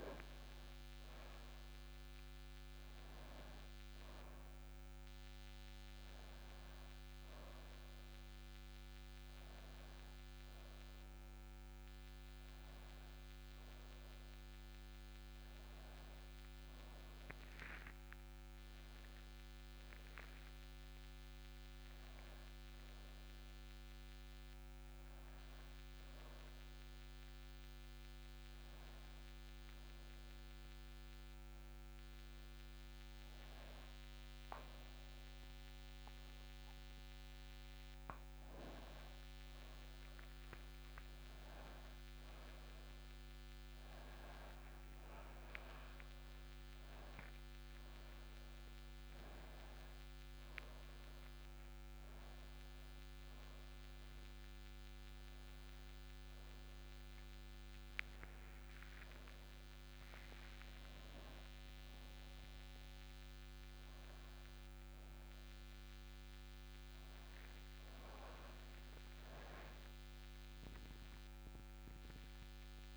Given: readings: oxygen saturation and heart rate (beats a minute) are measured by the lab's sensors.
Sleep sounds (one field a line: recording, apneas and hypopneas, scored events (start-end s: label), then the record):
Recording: a person awake in a sleep study, hard to hear, by a microphone on the trachea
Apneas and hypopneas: none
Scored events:
none scored
From the record:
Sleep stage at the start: awake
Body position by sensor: upright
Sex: male